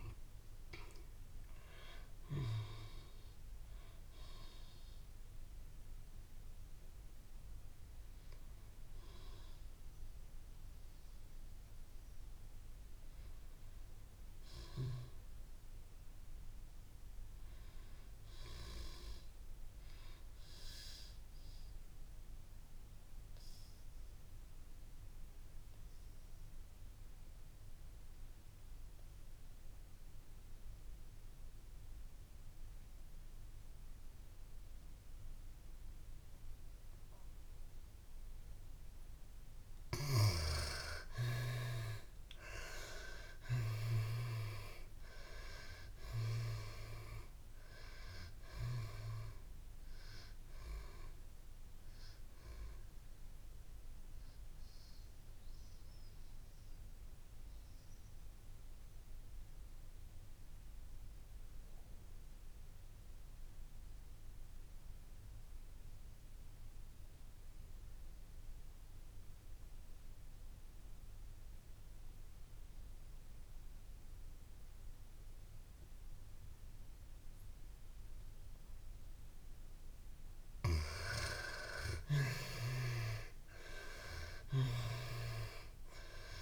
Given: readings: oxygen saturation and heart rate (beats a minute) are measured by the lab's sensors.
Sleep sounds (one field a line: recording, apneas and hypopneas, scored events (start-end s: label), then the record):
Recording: breathing in sleep by a room microphone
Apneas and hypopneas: 2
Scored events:
0.00-25.00 s: oxygen desaturation (device-marked, oxygen 75% lowest, heart rate 107 extreme)
3.50-38.00 s: mixed apnea (oxygen 98% before, 75% lowest, heart rate 147 before, 107 extreme, up 27 after)
38.00-69.00 s: oxygen desaturation (device-marked, oxygen 98% before, 75% lowest, heart rate 127 before, 113 extreme)
41.00-43.50 s: arousal
50.50-79.00 s: mixed apnea (oxygen 98% before, 73% lowest, heart rate 130 before, 125 extreme, up 43 after)
71.00-86.42 s: oxygen desaturation (device-marked, oxygen 98% before, 73% lowest, heart rate 156 before, 115 extreme)
80.50-83.50 s: arousal
From the record:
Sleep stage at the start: N2 (light sleep)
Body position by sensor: on the back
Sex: female